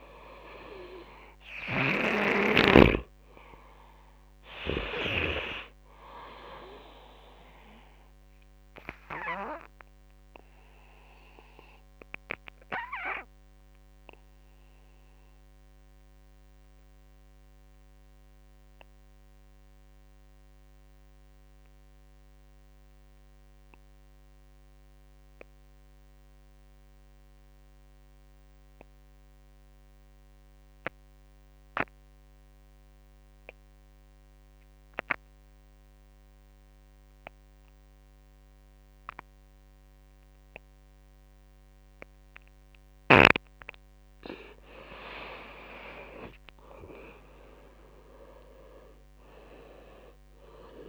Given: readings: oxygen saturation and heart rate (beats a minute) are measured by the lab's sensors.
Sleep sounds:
breathing in sleep by a microphone on the trachea; 1
0.00-2.00 s: snoring (device-marked)
0.00-18.50 s: oxygen desaturation (device-marked, oxygen 90% lowest)
7.50-42.50 s: obstructive apnea (oxygen 99% before, 87% lowest)
29.50-50.89 s: oxygen desaturation (device-marked, oxygen 98% before, 88% lowest)
44.50-49.00 s: arousal
From the record:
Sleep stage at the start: N2 (light sleep); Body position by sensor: on the right side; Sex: male

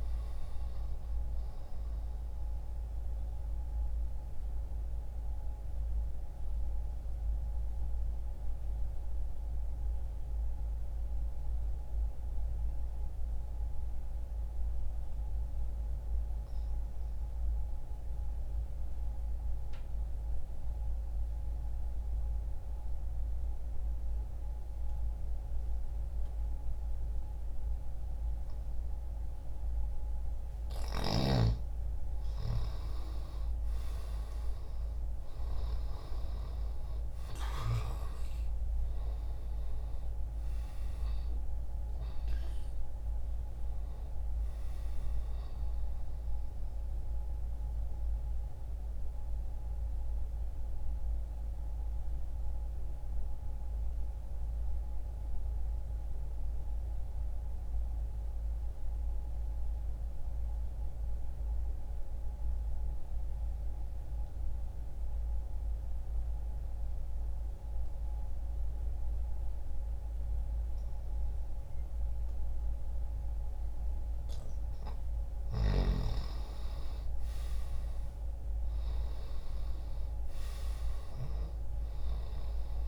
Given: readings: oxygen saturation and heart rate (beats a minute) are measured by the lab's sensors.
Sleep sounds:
breathing in sleep, hard to hear, by a room microphone; 2
0.00-10.50 s: oxygen desaturation (device-marked, oxygen 92% lowest, heart rate 60 extreme)
1.50-30.00 s: mixed apnea (oxygen 96% before, 87% lowest, heart rate 60 before, 60 extreme, up 0 after)
17.50-23.50 s: oxygen desaturation (device-marked, oxygen 93% before, 88% lowest, heart rate 60 before, 60 extreme)
32.00-36.50 s: arousal
36.50-52.50 s: oxygen desaturation (device-marked, oxygen 97% before, 92% lowest, heart rate 60 before, 60 extreme)
45.00-72.50 s: mixed apnea (oxygen 97% before, 87% lowest, heart rate 60 before, 60 extreme, up 0 after)
60.50-68.50 s: oxygen desaturation (device-marked, oxygen 94% before, 87% lowest, heart rate 60 before, 60 extreme)
74.50-79.00 s: arousal
From the record:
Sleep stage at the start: N2 (light sleep); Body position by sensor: on the back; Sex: male

